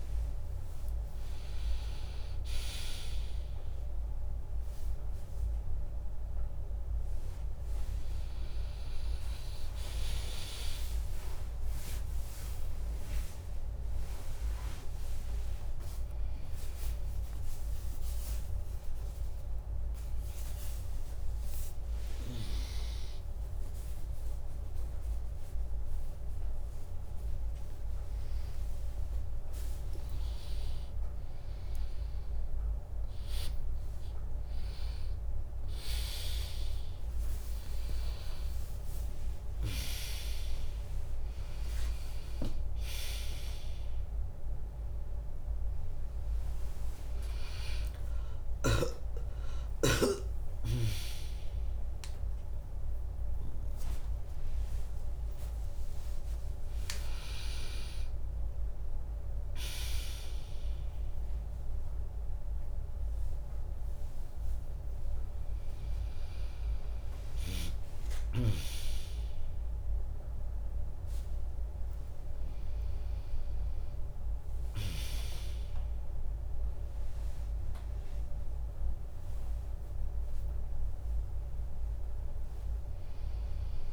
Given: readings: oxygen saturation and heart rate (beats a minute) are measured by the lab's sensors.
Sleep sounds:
a person awake in a sleep study, by a room microphone; none
0.00-1.50 s: drop in pulse transit time (device-marked, heart rate 90 extreme)
5.50-12.50 s: tachycardia (device-marked, heart rate 72 before, 115 extreme)
9.00-11.00 s: long interval between heartbeats (device-marked, heart rate 101 before, 105 extreme)
19.50-21.50 s: long interval between heartbeats (device-marked, heart rate 98 before, 97 extreme)
19.50-31.50 s: tachycardia (device-marked, heart rate 73 before, 120 extreme)
22.50-24.50 s: long interval between heartbeats (device-marked, heart rate 99 before, 105 extreme)
25.00-27.00 s: long interval between heartbeats (device-marked, heart rate 100 before, 106 extreme)
29.00-31.00 s: long interval between heartbeats (device-marked, heart rate 105 before, 118 extreme)
36.50-42.50 s: tachycardia (device-marked, heart rate 75 before, 102 extreme)
39.50-41.50 s: long interval between heartbeats (device-marked, heart rate 104 before, 101 extreme)
46.50-58.50 s: drop in pulse transit time (device-marked, heart rate 103 before, 93 extreme)
63.50-83.92 s: new sleep stage, N1 (lightest sleep)
From the record:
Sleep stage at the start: awake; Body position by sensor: on the back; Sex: female

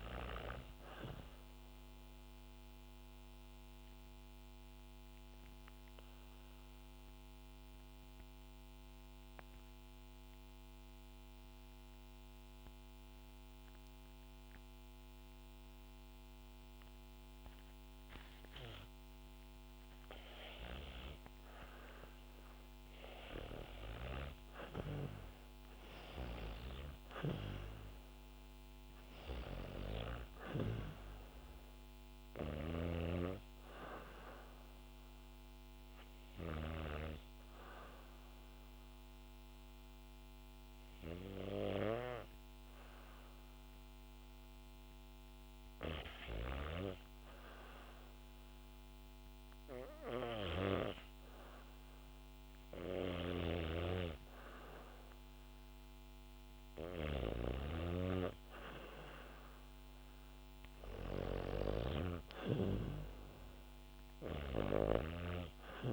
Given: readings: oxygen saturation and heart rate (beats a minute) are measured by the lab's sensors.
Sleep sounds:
breathing in sleep by a microphone on the trachea; 2
0.00-7.00 s: oxygen desaturation (device-marked, oxygen 94% lowest, heart rate 52 extreme)
0.50-20.00 s: obstructive apnea (oxygen 99% before, 92% lowest, heart rate 65 before, 52 extreme, up 11 after)
15.00-21.00 s: bradycardia (device-marked, heart rate 65 before, 53 extreme)
20.00-43.00 s: oxygen desaturation (device-marked, oxygen 97% before, 92% lowest, heart rate 66 before, 64 extreme)
21.50-26.50 s: arousal
34.50-55.00 s: hypopnea (oxygen 97% before, 92% lowest, heart rate 61 before, 66 extreme, up 2 after)
52.00-64.00 s: snoring (device-marked)
54.00-65.93 s: oxygen desaturation (device-marked, oxygen 97% before, 93% lowest, heart rate 68 before, 64 extreme)
57.50-61.50 s: arousal
From the record:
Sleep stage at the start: REM sleep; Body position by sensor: on the back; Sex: female

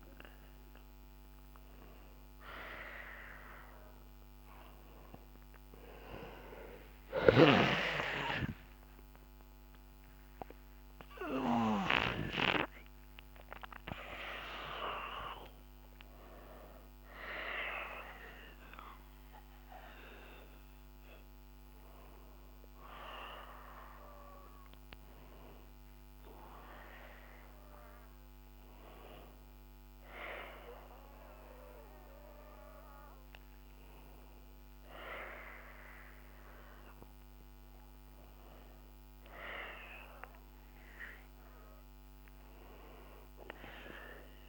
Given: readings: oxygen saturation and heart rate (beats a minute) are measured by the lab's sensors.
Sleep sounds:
a person awake in a sleep study, by a microphone on the trachea; none
12.00-25.00 s: oxygen desaturation (device-marked, oxygen 96% before, 92% lowest, heart rate 69 before, 64 extreme)
30.00-44.49 s: new sleep stage, N1 (lightest sleep)
From the record:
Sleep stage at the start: awake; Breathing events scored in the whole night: 341 in 4.7 hours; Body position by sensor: on the back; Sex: male

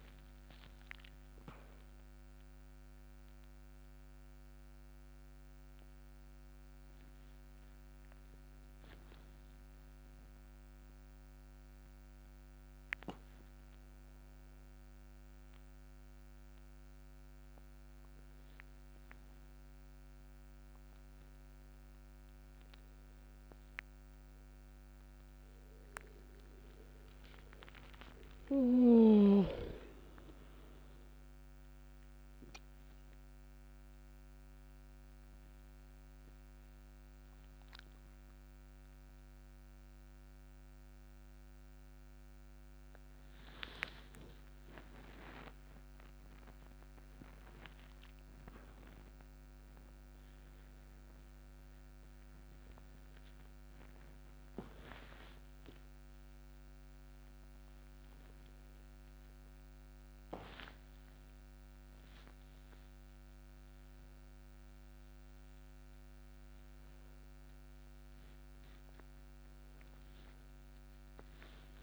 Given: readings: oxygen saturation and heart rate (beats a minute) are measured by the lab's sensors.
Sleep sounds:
a person awake in a sleep study, by a microphone on the trachea; none
32.50-53.50 s: oxygen desaturation (device-marked, oxygen 97% before, 94% lowest)
From the record:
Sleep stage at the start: awake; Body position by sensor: on the back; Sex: male

